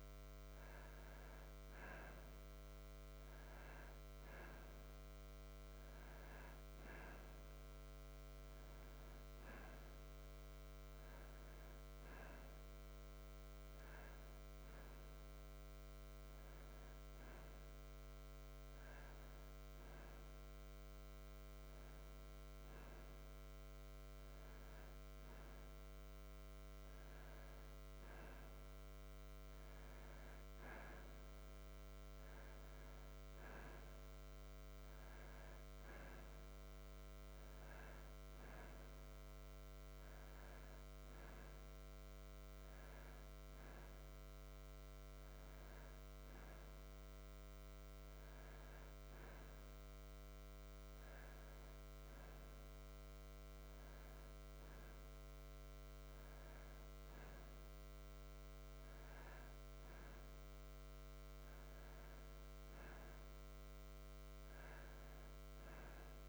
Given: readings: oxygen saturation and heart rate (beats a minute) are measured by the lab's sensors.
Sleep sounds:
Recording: breathing in sleep, hard to hear, by a microphone on the trachea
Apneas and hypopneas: none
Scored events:
none scored
From the record:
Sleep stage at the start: N2 (light sleep)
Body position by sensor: on the back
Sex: male

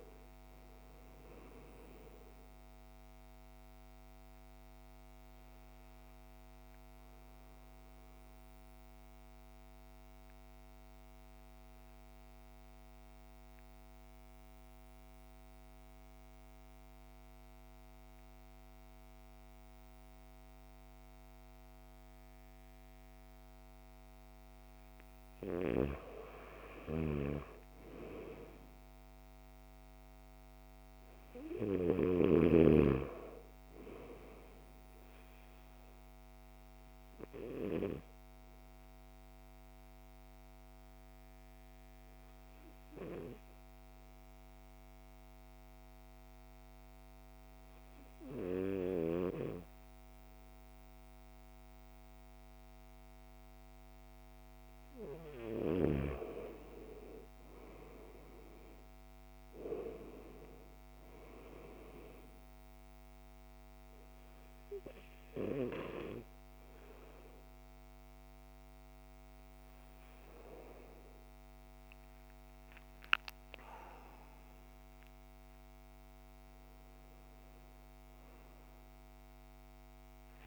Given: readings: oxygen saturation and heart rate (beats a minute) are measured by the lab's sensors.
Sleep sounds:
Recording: breathing in sleep by a microphone on the trachea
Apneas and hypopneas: 3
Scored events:
0.00-20.00 s: oxygen desaturation (device-marked, oxygen 87% lowest, heart rate 51 extreme)
1.50-24.50 s: central apnea (oxygen 98% before, 87% lowest, heart rate 59 before, 51 extreme, up 8 after)
27.50-30.00 s: arousal
30.00-48.00 s: oxygen desaturation (device-marked, oxygen 99% before, 88% lowest, heart rate 54 before, 53 extreme)
36.00-53.00 s: obstructive apnea (oxygen 99% before, 88% lowest, heart rate 56 before, 53 extreme, up 8 after)
56.00-59.50 s: arousal
56.00-80.46 s: oxygen desaturation (device-marked, oxygen 97% before, 90% lowest, heart rate 56 before, 55 extreme)
64.00-76.00 s: hypopnea (oxygen 97% before, 88% lowest, heart rate 56 before, 55 extreme, up 28 after)
From the record:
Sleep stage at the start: N2 (light sleep)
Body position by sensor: on the right side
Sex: male

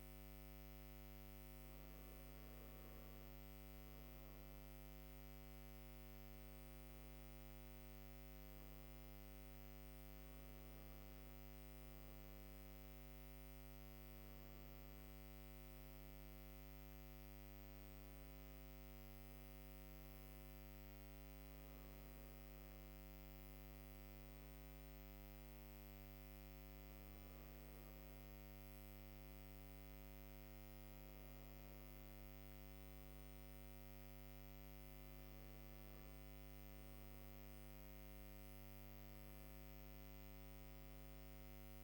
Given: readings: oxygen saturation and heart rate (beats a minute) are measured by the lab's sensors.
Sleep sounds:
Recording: breathing in sleep, hard to hear, by a microphone on the trachea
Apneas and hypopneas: none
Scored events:
none scored
From the record:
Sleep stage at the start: N2 (light sleep)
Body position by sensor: on the right side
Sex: female

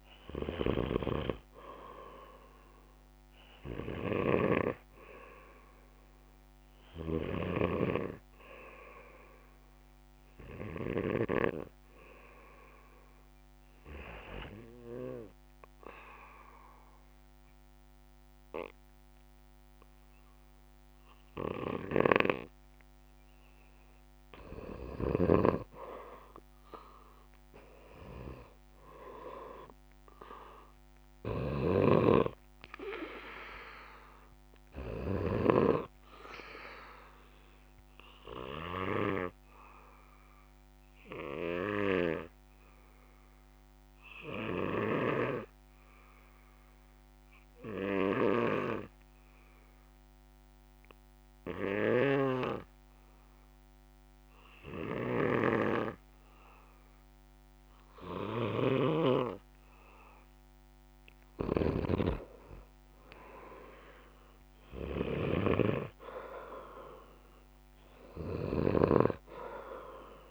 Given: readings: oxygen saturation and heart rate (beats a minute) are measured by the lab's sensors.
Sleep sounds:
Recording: breathing in sleep by a microphone on the trachea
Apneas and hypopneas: 2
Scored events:
1.00-11.50 s: snoring (device-marked)
14.00-25.50 s: obstructive apnea (oxygen 98% before, 90% lowest, heart rate 67 before, 63 extreme, up 7 after)
24.50-46.50 s: oxygen desaturation (device-marked, oxygen 97% before, 92% lowest, heart rate 66 before, 63 extreme)
27.50-30.50 s: arousal
31.50-36.00 s: snoring (device-marked)
37.00-60.50 s: obstructive apnea (oxygen 97% before, 90% lowest, heart rate 66 before, 61 extreme, up 3 after)
55.00-69.00 s: snoring (device-marked)
59.50-70.31 s: oxygen desaturation (device-marked, oxygen 97% before, 90% lowest, heart rate 66 before, 61 extreme)
63.00-66.50 s: arousal
From the record:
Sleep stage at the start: N2 (light sleep)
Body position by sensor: on the back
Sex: male

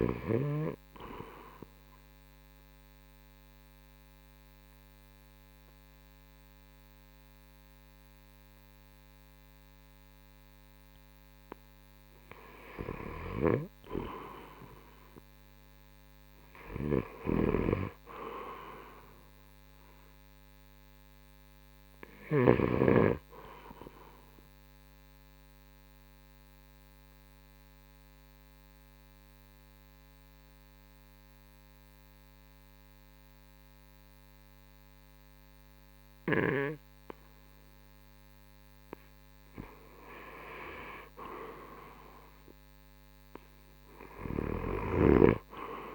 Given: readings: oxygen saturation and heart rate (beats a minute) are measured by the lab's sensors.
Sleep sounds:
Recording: breathing in sleep by a microphone on the trachea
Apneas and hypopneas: 2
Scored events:
2.00-12.50 s: obstructive apnea (oxygen 98% before, 87% lowest, heart rate 78 before, 59 extreme, up 8 after)
4.50-19.50 s: oxygen desaturation (device-marked, oxygen 94% before, 89% lowest, heart rate 79 before, 59 extreme)
14.50-18.00 s: arousal
24.50-38.00 s: obstructive apnea (oxygen 96% before, 87% lowest, heart rate 68 before, 59 extreme, up 10 after)
27.50-37.50 s: oxygen desaturation (device-marked, oxygen 96% before, 91% lowest, heart rate 68 before, 60 extreme)
41.00-44.50 s: arousal
From the record:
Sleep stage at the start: N2 (light sleep)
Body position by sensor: on the right side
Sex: male

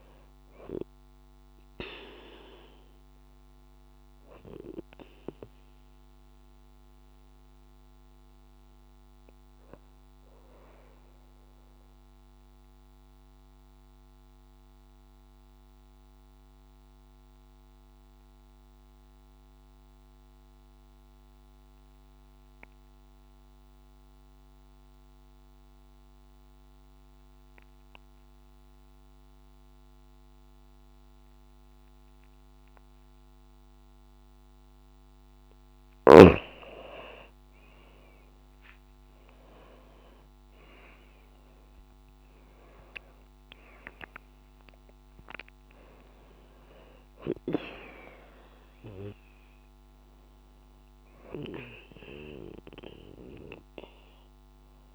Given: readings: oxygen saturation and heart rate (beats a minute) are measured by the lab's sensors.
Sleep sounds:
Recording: breathing in sleep by a microphone on the trachea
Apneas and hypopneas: 1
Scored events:
0.00-23.50 s: oxygen desaturation (device-marked, oxygen 91% lowest)
13.00-34.00 s: mixed apnea (oxygen 97% before, 90% lowest)
27.00-29.00 s: long interval between heartbeats (device-marked)
36.50-54.95 s: oxygen desaturation (device-marked, oxygen 97% before, 90% lowest)
38.50-43.50 s: arousal
From the record:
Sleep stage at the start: N2 (light sleep)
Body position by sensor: on the back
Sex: female

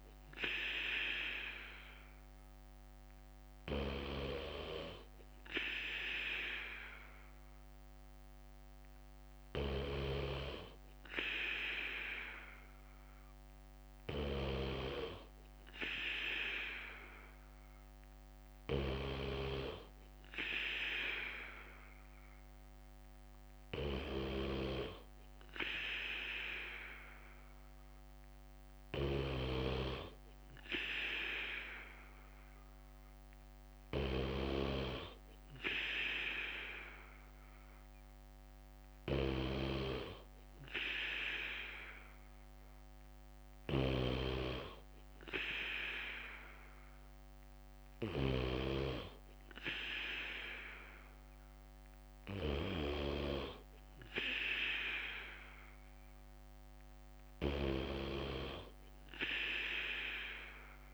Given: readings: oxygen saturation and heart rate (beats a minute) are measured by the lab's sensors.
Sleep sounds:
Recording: breathing in sleep by a microphone on the trachea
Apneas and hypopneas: none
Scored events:
3.00-22.00 s: bradycardia (device-marked, heart rate 59 before, 58 extreme)
24.00-54.00 s: bradycardia (device-marked, heart rate 59 before, 57 extreme)
57.00-60.94 s: bradycardia (device-marked, heart rate 59 before, 57 extreme)
From the record:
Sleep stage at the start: N3 (deep sleep)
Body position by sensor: on the back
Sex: male

